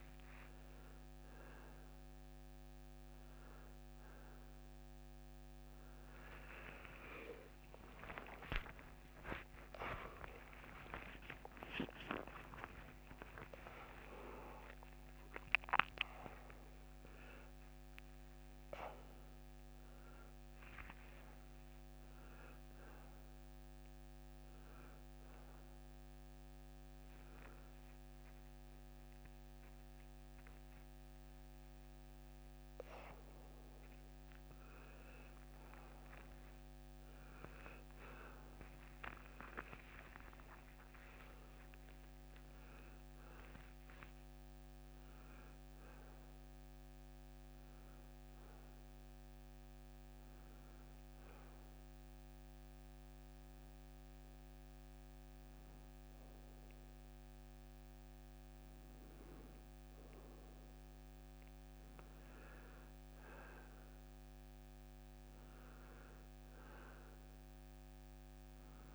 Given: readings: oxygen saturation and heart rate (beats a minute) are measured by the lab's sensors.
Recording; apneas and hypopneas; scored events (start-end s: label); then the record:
a person partly awake in a sleep study, by a microphone on the trachea; 1
0.00-4.00 s: oxygen desaturation (device-marked, oxygen 90% lowest)
27.00-57.00 s: new sleep stage, N1 (lightest sleep)
40.00-51.00 s: oxygen desaturation (device-marked, oxygen 96% before, 91% lowest)
48.50-59.00 s: hypopnea (oxygen 97% before, 89% lowest, heart rate 69 before, 130 extreme)
57.00-68.95 s: new sleep stage, N2 (light sleep)
64.00-68.95 s: arousal
65.00-68.95 s: oxygen desaturation (device-marked, oxygen 95% before, 90% lowest, heart rate 135 before, 118 extreme)
From the record:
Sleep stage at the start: awake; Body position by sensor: on the back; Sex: male